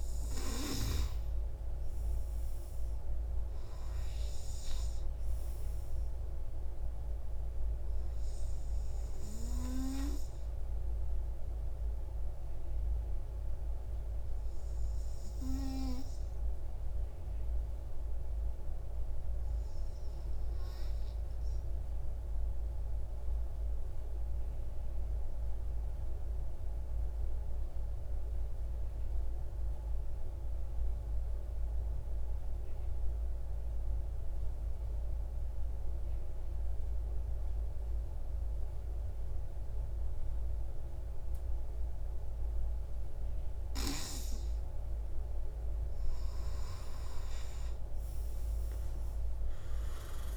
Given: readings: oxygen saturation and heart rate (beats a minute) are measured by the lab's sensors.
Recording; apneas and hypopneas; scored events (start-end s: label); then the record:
breathing in sleep by a room microphone; 1
0.00-16.50 s: oxygen desaturation (device-marked, oxygen 94% lowest, heart rate 49 extreme)
11.50-44.50 s: obstructive apnea (oxygen 98% before, 93% lowest, heart rate 84 before, 35 extreme)
42.50-50.37 s: oxygen desaturation (device-marked, oxygen 97% before, 93% lowest)
47.00-50.37 s: arousal
From the record:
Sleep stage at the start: N2 (light sleep); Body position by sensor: on the right side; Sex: male